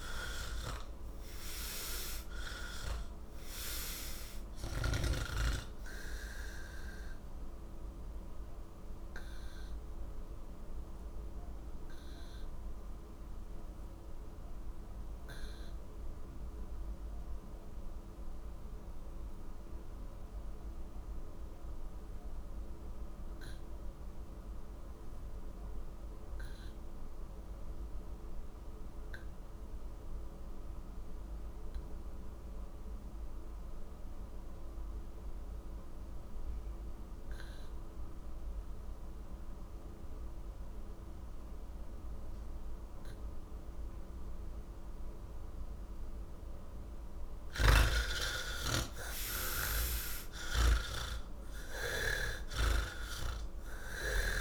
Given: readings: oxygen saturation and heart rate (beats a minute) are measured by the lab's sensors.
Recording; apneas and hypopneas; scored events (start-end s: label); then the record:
breathing in sleep by a room microphone; 1
0.00-22.00 s: oxygen desaturation (device-marked, oxygen 63% lowest, heart rate 79 extreme)
7.50-46.50 s: mixed apnea (oxygen 82% before, 63% lowest, heart rate 152 before, 96 extreme, up 38 after)
24.00-54.41 s: oxygen desaturation (device-marked, oxygen 98% before, 66% lowest, heart rate 150 before, 86 extreme)
47.00-54.41 s: snoring (device-marked)
From the record:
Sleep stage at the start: N3 (deep sleep); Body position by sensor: on the back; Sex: male